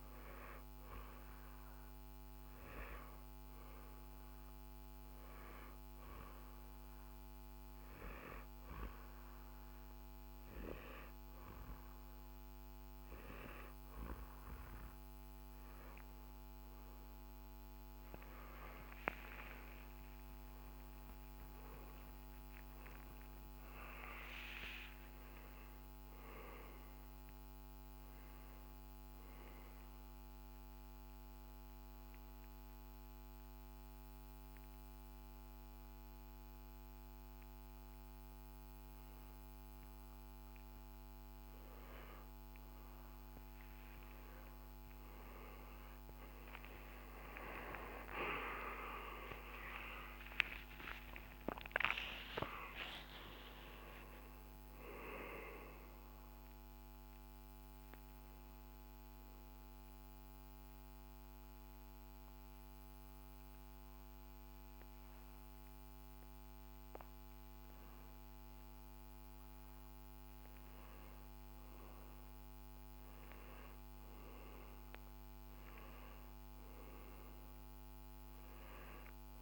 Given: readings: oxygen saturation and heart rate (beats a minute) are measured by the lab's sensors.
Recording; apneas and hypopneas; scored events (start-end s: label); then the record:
breathing in sleep by a microphone on the trachea; 3
0.00-1.00 s: arousal
7.50-17.50 s: hypopnea (oxygen 95% before, 90% lowest, heart rate 62 before, 58 extreme, up 11 after)
18.50-24.00 s: arousal
25.50-42.50 s: oxygen desaturation (device-marked, oxygen 94% before, 91% lowest, heart rate 67 before, 58 extreme)
30.50-41.50 s: obstructive apnea (oxygen 94% before, 90% lowest, heart rate 68 before, 58 extreme, up 13 after)
45.50-51.50 s: arousal
51.50-65.50 s: oxygen desaturation (device-marked, oxygen 97% before, 90% lowest, heart rate 64 before, 54 extreme)
59.00-70.50 s: mixed apnea (oxygen 97% before, 90% lowest, heart rate 71 before, 54 extreme)
From the record:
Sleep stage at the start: N2 (light sleep); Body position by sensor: on the back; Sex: male